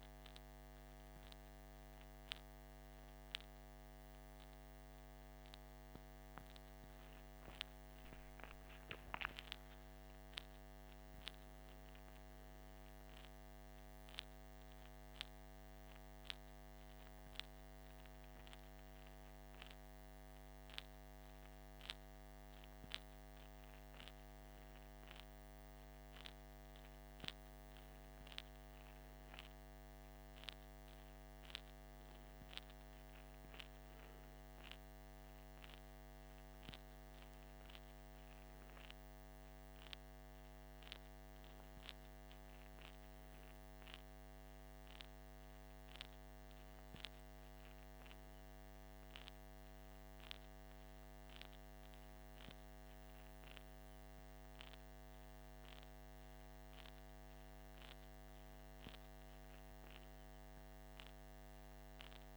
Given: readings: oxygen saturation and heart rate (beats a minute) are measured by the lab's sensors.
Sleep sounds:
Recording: breathing in sleep by a microphone on the trachea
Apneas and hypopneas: none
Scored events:
6.50-11.00 s: arousal
From the record:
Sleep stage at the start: N2 (light sleep)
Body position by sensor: on the left side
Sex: male

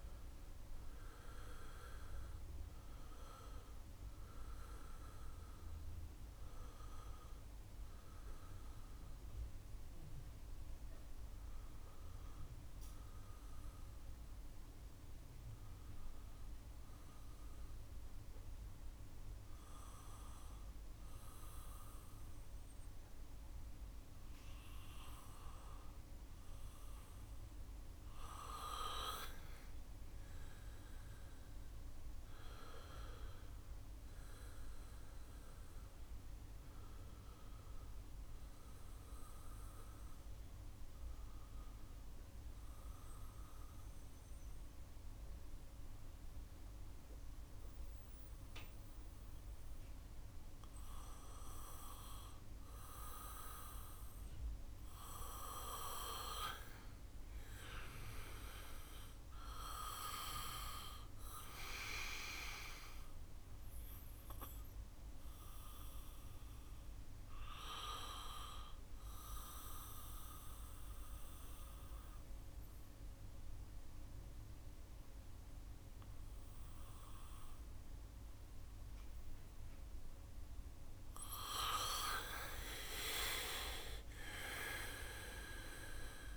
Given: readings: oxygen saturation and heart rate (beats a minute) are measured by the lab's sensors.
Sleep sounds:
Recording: breathing in sleep by a room microphone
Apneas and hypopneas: 3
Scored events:
0.00-15.00 s: oxygen desaturation (device-marked, oxygen 89% lowest, heart rate 69 extreme)
5.00-29.00 s: mixed apnea (oxygen 95% before, 89% lowest, heart rate 72 before, 68 extreme, up 3 after)
26.00-86.37 s: new sleep stage, N2 (light sleep)
31.00-34.50 s: arousal
31.00-47.00 s: oxygen desaturation (device-marked, oxygen 97% before, 91% lowest, heart rate 72 before, 68 extreme)
37.50-54.50 s: mixed apnea (oxygen 98% before, 88% lowest, heart rate 71 before, 67 extreme, up 4 after)
56.00-59.50 s: arousal
59.00-75.00 s: oxygen desaturation (device-marked, oxygen 96% before, 91% lowest, heart rate 70 before, 66 extreme)
64.50-80.50 s: central apnea (oxygen 96% before, 88% lowest, heart rate 70 before, 65 extreme, up 9 after)
83.50-86.37 s: arousal
From the record:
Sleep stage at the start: N1 (lightest sleep)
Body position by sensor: on the back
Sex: male

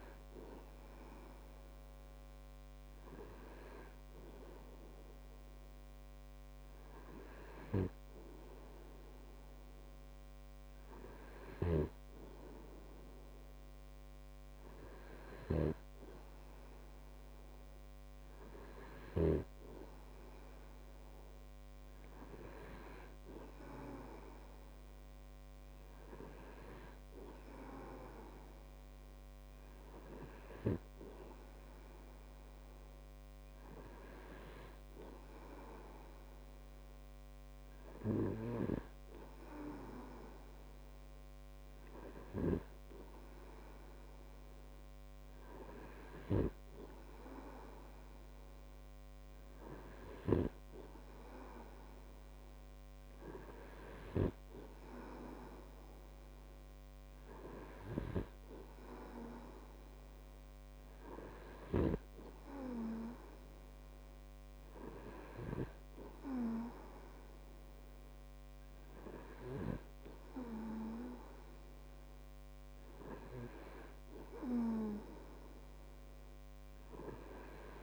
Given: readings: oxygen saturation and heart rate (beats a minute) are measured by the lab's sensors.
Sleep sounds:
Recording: breathing in sleep by a microphone on the trachea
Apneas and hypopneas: none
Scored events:
12.00-20.00 s: snoring (device-marked)
62.00-66.00 s: snoring (device-marked)
From the record:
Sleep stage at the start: N2 (light sleep)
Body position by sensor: on the right side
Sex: male

